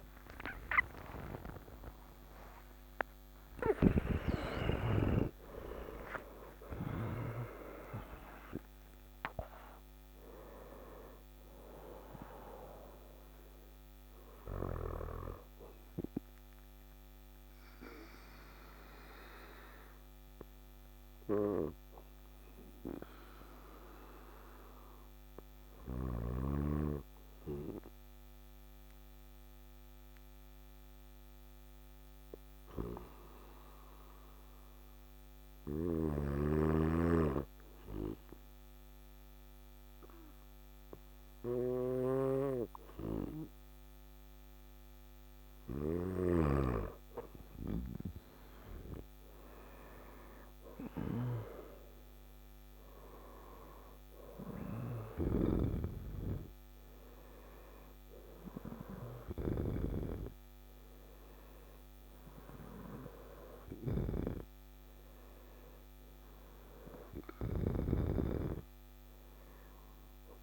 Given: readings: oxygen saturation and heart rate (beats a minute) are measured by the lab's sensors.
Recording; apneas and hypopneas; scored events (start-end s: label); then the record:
breathing in sleep by a microphone on the trachea; 1
0.00-3.50 s: arousal
0.00-16.50 s: oxygen desaturation (device-marked, oxygen 92% lowest, heart rate 53 extreme)
18.00-42.50 s: obstructive apnea (oxygen 96% before, 93% lowest, heart rate 93 before, 53 extreme, up 6 after)
45.50-55.00 s: snoring (device-marked)
46.50-52.00 s: arousal
From the record:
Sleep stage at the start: N2 (light sleep); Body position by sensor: on the back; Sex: male